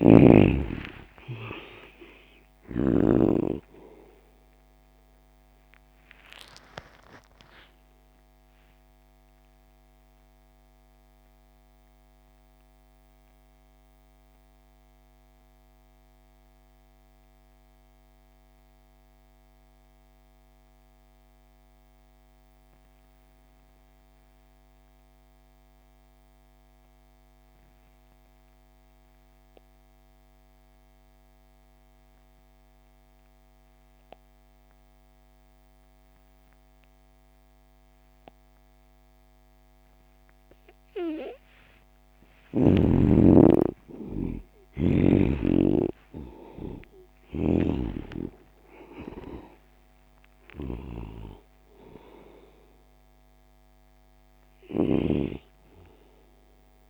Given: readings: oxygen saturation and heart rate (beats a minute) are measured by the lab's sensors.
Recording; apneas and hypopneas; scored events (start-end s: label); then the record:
breathing in sleep by a microphone on the trachea; 1
0.00-21.00 s: oxygen desaturation (device-marked, oxygen 70% lowest)
8.00-40.00 s: mixed apnea (oxygen 96% before, 70% lowest)
38.00-56.90 s: oxygen desaturation (device-marked, oxygen 97% before, 72% lowest)
41.50-45.00 s: arousal
47.00-54.50 s: snoring (device-marked)
From the record:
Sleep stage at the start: N2 (light sleep); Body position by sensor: on the back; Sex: male